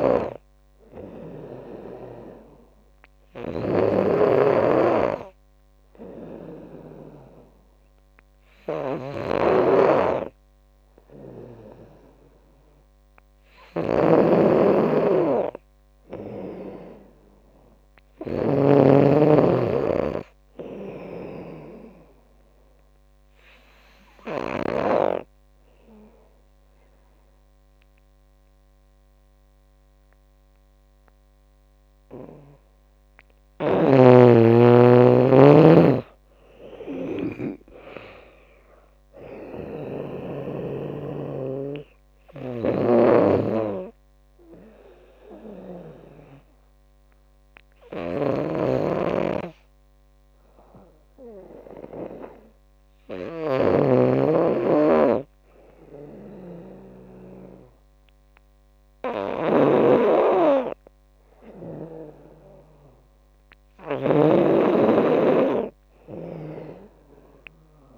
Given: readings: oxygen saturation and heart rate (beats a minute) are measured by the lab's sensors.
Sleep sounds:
breathing in sleep by a microphone on the trachea; 2
0.00-1.00 s: arousal
0.00-19.00 s: snoring (device-marked)
18.00-24.00 s: drop in pulse transit time (device-marked, heart rate 75 before, 79 extreme)
22.00-33.00 s: obstructive apnea (oxygen 96% before, 90% lowest, heart rate 77 before, 77 extreme, up 12 after)
24.00-38.00 s: oxygen desaturation (device-marked, oxygen 94% before, 90% lowest, heart rate 78 before, 77 extreme)
34.50-38.00 s: arousal
36.00-49.00 s: drop in pulse transit time (device-marked, heart rate 81 before, 78 extreme)
43.00-67.98 s: snoring (device-marked)
46.50-61.50 s: hypopnea (oxygen 94% before, 90% lowest, heart rate 84 before, 72 extreme)
64.00-67.98 s: arousal
From the record:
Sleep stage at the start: N2 (light sleep); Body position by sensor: on the back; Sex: female

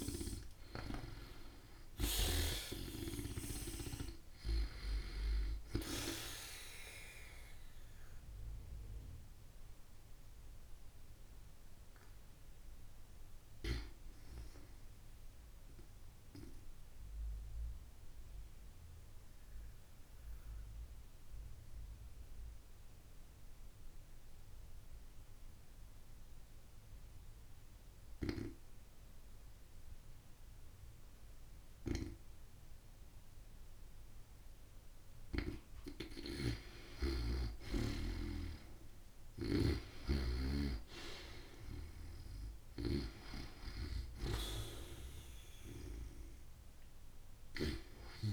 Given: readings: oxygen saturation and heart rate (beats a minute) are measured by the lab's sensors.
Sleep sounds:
breathing in sleep by a room microphone; 1
0.00-2.00 s: snoring (device-marked)
0.00-11.50 s: oxygen desaturation (device-marked, oxygen 89% lowest)
11.00-13.50 s: arousal
15.00-34.50 s: obstructive apnea (oxygen 95% before, 88% lowest)
35.50-42.50 s: snoring (device-marked)
36.50-41.00 s: arousal
38.50-48.33 s: oxygen desaturation (device-marked, oxygen 94% before, 88% lowest)
From the record:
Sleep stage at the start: N2 (light sleep); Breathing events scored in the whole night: 317 in 4.7 hours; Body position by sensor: on the back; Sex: female

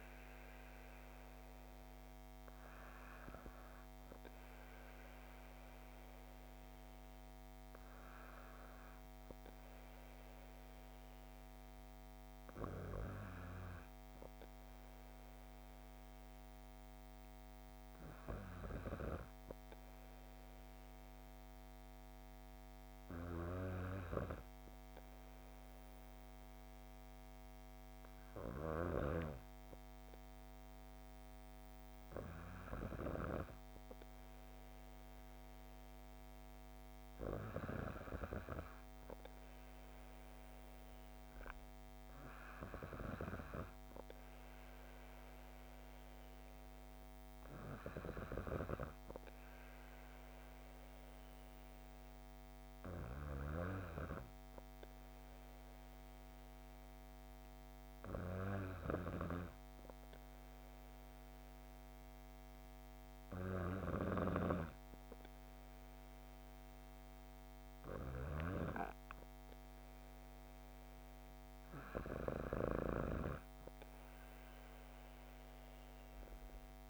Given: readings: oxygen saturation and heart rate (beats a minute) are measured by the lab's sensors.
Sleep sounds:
breathing in sleep by a microphone on the trachea; none
63.50-72.50 s: snoring (device-marked)
From the record:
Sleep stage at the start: N2 (light sleep); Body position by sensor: on the back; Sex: female

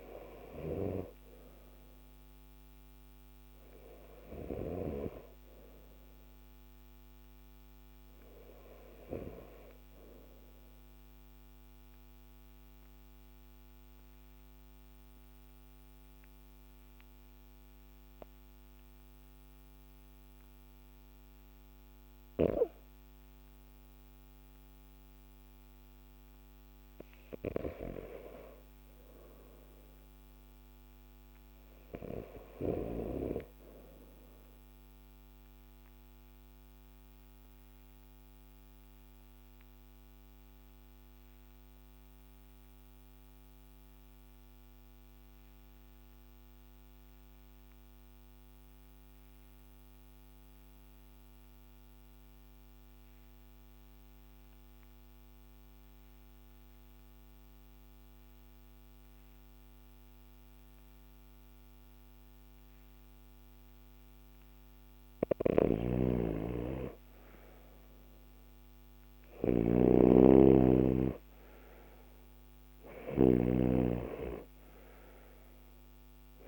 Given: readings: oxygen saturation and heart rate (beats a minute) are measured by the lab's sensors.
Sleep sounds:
breathing in sleep by a microphone on the trachea; 2
7.00-20.00 s: oxygen desaturation (device-marked, oxygen 94% before, 89% lowest, heart rate 56 before, 51 extreme)
10.00-21.50 s: obstructive apnea (oxygen 95% before, 89% lowest, heart rate 56 before, 51 extreme, up 4 after)
23.00-27.00 s: arousal
36.50-62.50 s: obstructive apnea (oxygen 97% before, 87% lowest, heart rate 53 before, 49 extreme, up 8 after)
47.00-65.00 s: oxygen desaturation (device-marked, oxygen 97% before, 93% lowest, heart rate 53 before, 49 extreme)
65.00-76.47 s: snoring (device-marked)
67.00-70.50 s: arousal
72.00-76.47 s: oxygen desaturation (device-marked, oxygen 95% before, 87% lowest, heart rate 51 before, 50 extreme)
From the record:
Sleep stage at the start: N2 (light sleep); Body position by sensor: on the left side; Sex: male

